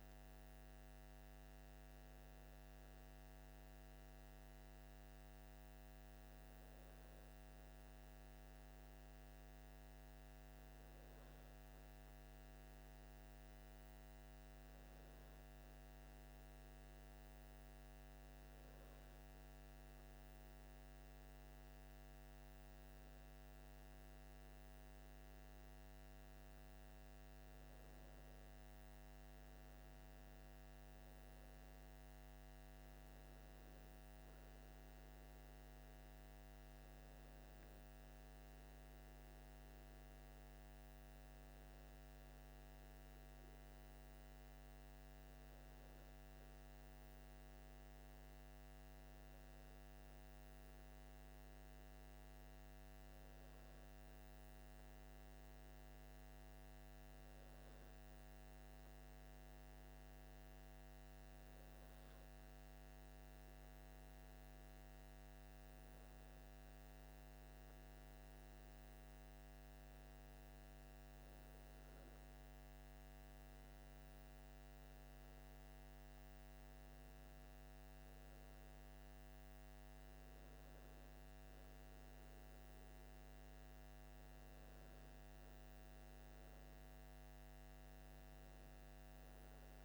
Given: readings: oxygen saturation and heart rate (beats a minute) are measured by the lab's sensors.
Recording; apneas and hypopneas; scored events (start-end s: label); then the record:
breathing in sleep, hard to hear, by a microphone on the trachea; 2
2.00-25.00 s: hypopnea (oxygen 95% before, 93% lowest, heart rate 61 before, 58 extreme, up 3 after)
26.50-30.00 s: arousal
53.00-71.00 s: hypopnea (oxygen 95% before, 93% lowest, heart rate 60 before, 57 extreme, up 5 after)
73.50-78.00 s: arousal
From the record:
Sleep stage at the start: N2 (light sleep); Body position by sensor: on the left side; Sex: male